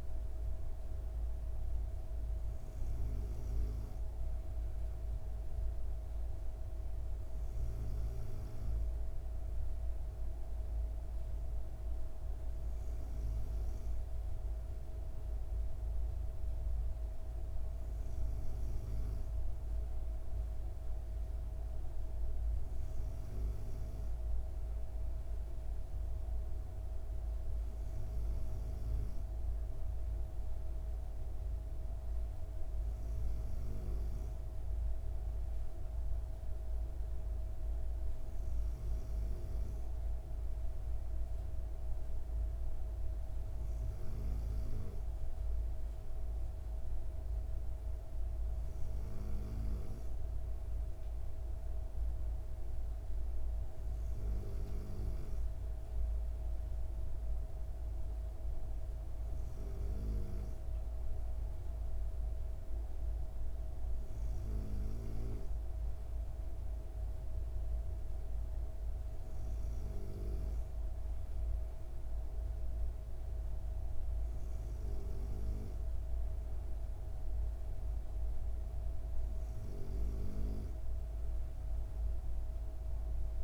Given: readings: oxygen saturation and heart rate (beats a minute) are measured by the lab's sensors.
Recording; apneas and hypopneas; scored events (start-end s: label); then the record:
breathing in sleep by a room microphone; none
none scored
From the record:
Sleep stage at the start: N2 (light sleep); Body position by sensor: on the back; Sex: female